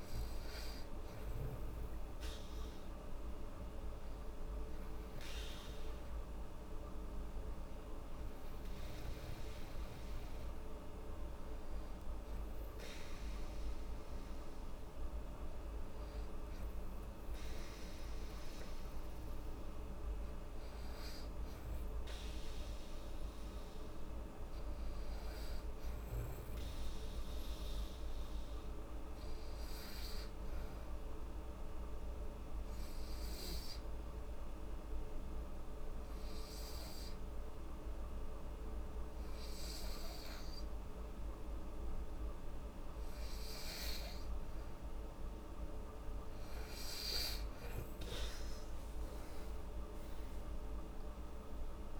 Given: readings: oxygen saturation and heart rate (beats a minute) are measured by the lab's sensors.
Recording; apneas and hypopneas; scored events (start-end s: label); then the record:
breathing in sleep, hard to hear, by a room microphone; 1
0.00-1.50 s: oxygen desaturation (device-marked, oxygen 92% lowest, heart rate 70 extreme)
24.00-27.50 s: arousal
31.50-44.00 s: obstructive apnea (oxygen 97% before, 89% lowest, heart rate 72 before, 73 extreme, up 17 after)
45.50-51.99 s: oxygen desaturation (device-marked, oxygen 95% before, 89% lowest, heart rate 74 before, 74 extreme)
48.00-51.99 s: arousal
From the record:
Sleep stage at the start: N2 (light sleep); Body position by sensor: on the back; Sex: female